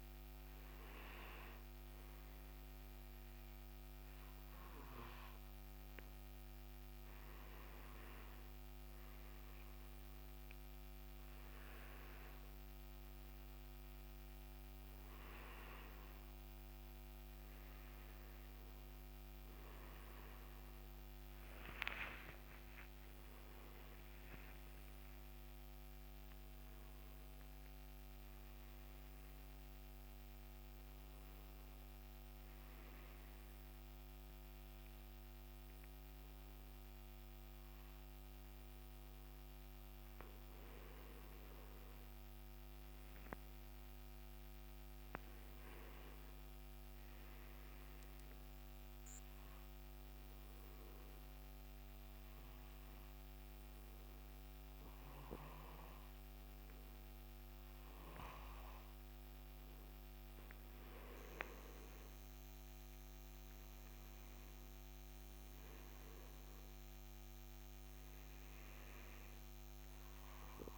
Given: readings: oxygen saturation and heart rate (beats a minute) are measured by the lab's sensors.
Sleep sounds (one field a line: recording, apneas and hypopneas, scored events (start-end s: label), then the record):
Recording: breathing in sleep, hard to hear, by a microphone on the trachea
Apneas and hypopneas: 1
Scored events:
21.00-24.50 s: arousal
48.50-61.50 s: obstructive apnea (oxygen 95% before, 93% lowest, heart rate 68 before, 61 extreme, up 4 after)
62.50-66.50 s: arousal
From the record:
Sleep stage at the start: N2 (light sleep)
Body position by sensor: on the right side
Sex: male